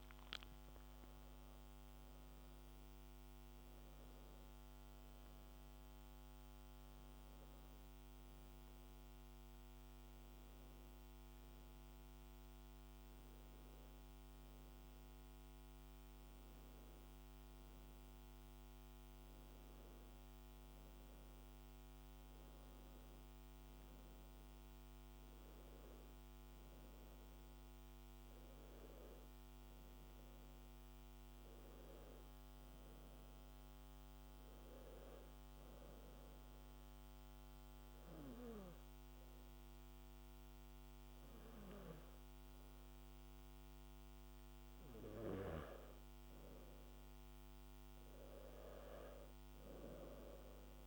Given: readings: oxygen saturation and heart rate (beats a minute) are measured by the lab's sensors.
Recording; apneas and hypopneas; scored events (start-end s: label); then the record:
breathing in sleep by a microphone on the trachea; 1
35.50-46.50 s: obstructive apnea (oxygen 96% before, 93% lowest, heart rate 67 before, 60 extreme, up 5 after)
49.00-50.87 s: arousal
From the record:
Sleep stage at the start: N2 (light sleep); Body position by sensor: on the back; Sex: male